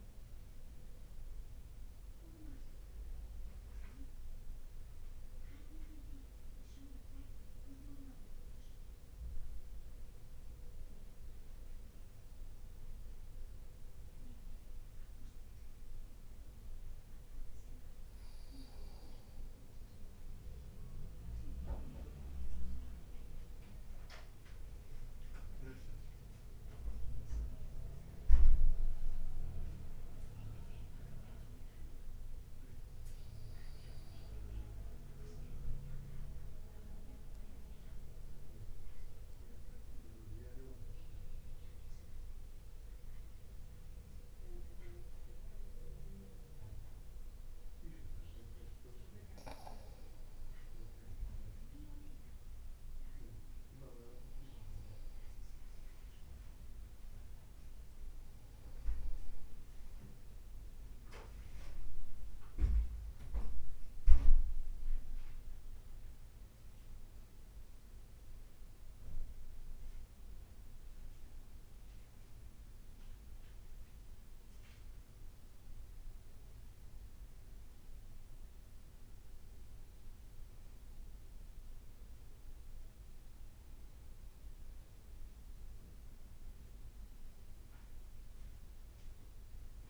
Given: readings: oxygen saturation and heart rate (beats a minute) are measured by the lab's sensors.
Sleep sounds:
breathing in sleep by a room microphone; 2
2.50-12.50 s: obstructive apnea (oxygen 93% before, 92% lowest, heart rate 58 before, 52 extreme, up 0 after)
4.00-64.00 s: new sleep stage, N2 (light sleep)
18.50-23.00 s: arousal
32.00-48.00 s: obstructive apnea (oxygen 95% before, 91% lowest, heart rate 53 before, 52 extreme, up 2 after)
37.00-39.00 s: leg movement (device-marked)
50.00-55.50 s: arousal
64.00-89.90 s: new sleep stage, N1 (lightest sleep)
From the record:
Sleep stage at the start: N1 (lightest sleep); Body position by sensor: on the back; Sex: male

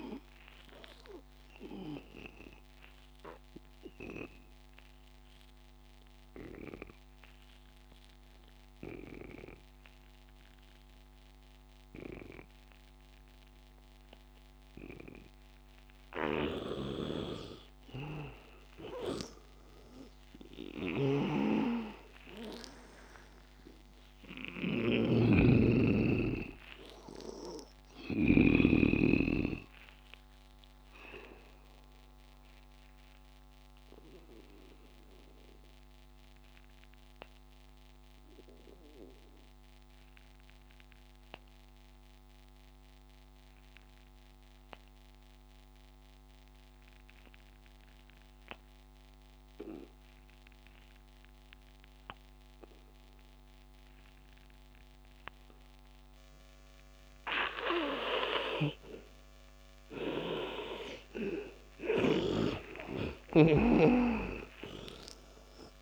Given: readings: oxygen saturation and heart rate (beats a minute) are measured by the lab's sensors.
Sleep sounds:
breathing in sleep by a microphone on the trachea; 2
0.00-8.00 s: oxygen desaturation (device-marked, oxygen 80% lowest, heart rate 90 extreme)
1.00-17.00 s: obstructive apnea (oxygen 99% before, 80% lowest, heart rate 90 before, 85 extreme, up 5 after)
19.00-28.50 s: snoring (device-marked)
20.00-23.50 s: arousal
20.00-38.00 s: oxygen desaturation (device-marked, oxygen 99% before, 87% lowest, heart rate 93 before, 76 extreme)
31.50-61.50 s: obstructive apnea (oxygen 99% before, 79% lowest, heart rate 93 before, 76 extreme, up 19 after)
49.00-65.82 s: oxygen desaturation (device-marked, oxygen 99% before, 80% lowest, heart rate 88 before, 76 extreme)
62.00-65.82 s: snoring (device-marked)
63.00-65.82 s: arousal
From the record:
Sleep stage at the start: N2 (light sleep); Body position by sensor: on the back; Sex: male

